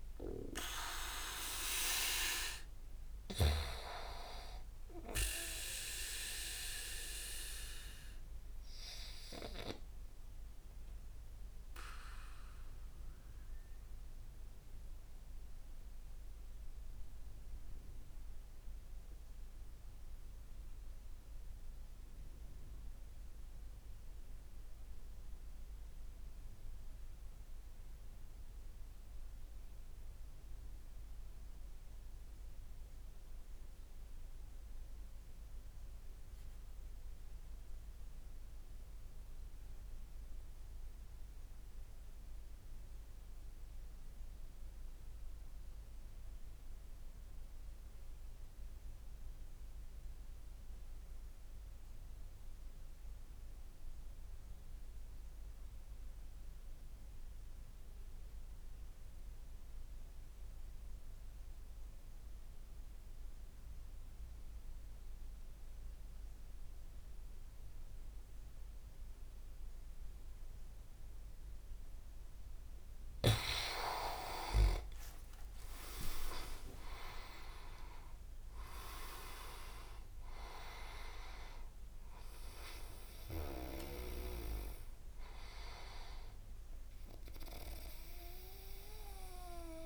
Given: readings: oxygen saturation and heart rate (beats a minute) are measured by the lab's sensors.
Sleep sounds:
breathing in sleep by a room microphone; 1
5.00-72.50 s: obstructive apnea (oxygen 99% before, 86% lowest, heart rate 56 before, 45 extreme, up 2 after)
61.50-89.86 s: oxygen desaturation (device-marked, oxygen 97% before, 86% lowest, heart rate 55 before, 45 extreme)
73.50-77.00 s: arousal
74.50-77.50 s: leg movement (device-marked)
From the record:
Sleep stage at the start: N2 (light sleep); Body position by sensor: on the back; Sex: male

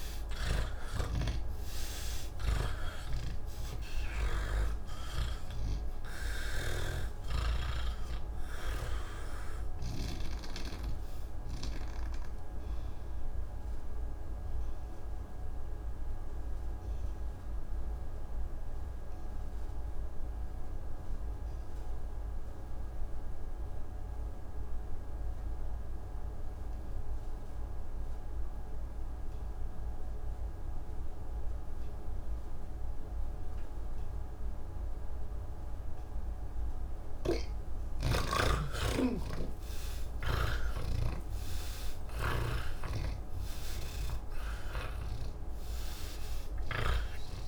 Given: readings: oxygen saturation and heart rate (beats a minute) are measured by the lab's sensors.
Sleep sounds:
breathing in sleep by a room microphone; 1
0.00-7.00 s: snoring (device-marked)
0.00-26.00 s: oxygen desaturation (device-marked, oxygen 82% lowest, heart rate 80 extreme)
6.00-37.50 s: obstructive apnea (oxygen 99% before, 80% lowest, heart rate 123 before, 36 extreme, up 37 after)
33.00-47.48 s: oxygen desaturation (device-marked, oxygen 99% before, 80% lowest, heart rate 124 before, 33 extreme)
37.00-40.50 s: snoring (device-marked)
From the record:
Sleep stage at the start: N1 (lightest sleep); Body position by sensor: on the back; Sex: male

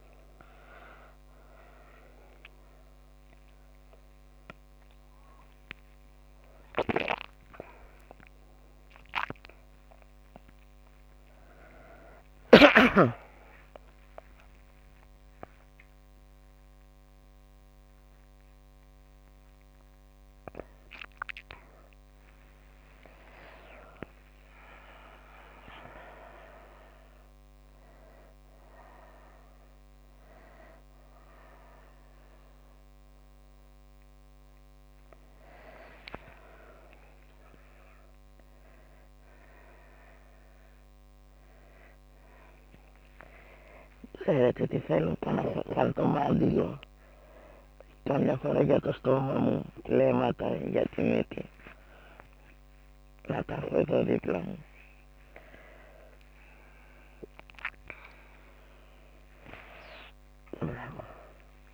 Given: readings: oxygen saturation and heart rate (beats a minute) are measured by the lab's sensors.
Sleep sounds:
a person awake in a sleep study, by a microphone on the trachea; none
0.00-11.00 s: oxygen desaturation (device-marked, oxygen 86% lowest)
From the record:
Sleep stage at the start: awake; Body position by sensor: on the back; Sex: female

